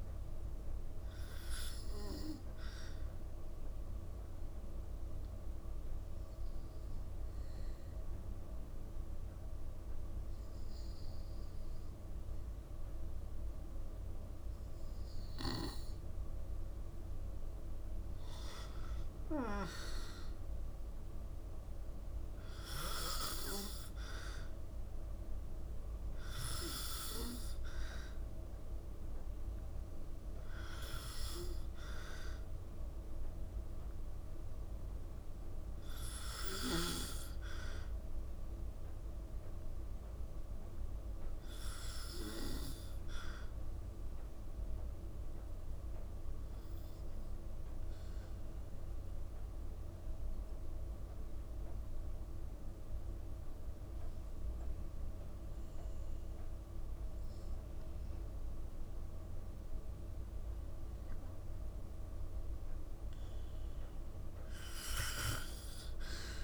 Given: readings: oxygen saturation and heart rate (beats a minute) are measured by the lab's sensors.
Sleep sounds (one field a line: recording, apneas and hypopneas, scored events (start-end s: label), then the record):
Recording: breathing in sleep by a room microphone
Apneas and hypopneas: 2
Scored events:
4.50-14.50 s: obstructive apnea (oxygen 96% before, 93% lowest, heart rate 56 before, 52 extreme, up 2 after)
16.00-20.50 s: arousal
43.50-60.50 s: obstructive apnea (oxygen 95% before, 89% lowest, heart rate 55 before, 53 extreme, up 2 after)
62.00-65.50 s: arousal
From the record:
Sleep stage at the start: N2 (light sleep)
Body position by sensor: on the back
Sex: female